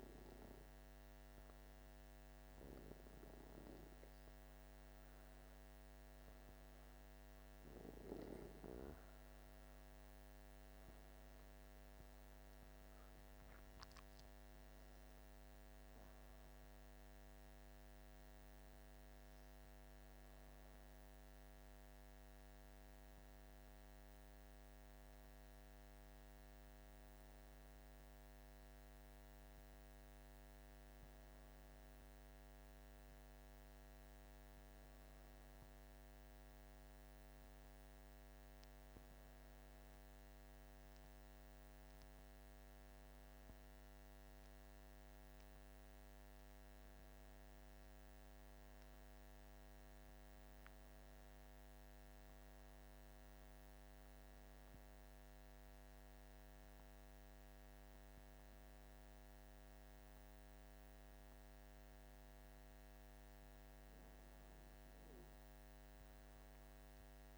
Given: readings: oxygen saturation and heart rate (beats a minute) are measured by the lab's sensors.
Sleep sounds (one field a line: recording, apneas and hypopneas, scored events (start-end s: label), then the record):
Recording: breathing in sleep, hard to hear, by a microphone on the trachea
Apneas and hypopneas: none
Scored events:
none scored
From the record:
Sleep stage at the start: N2 (light sleep)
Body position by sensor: on the back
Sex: male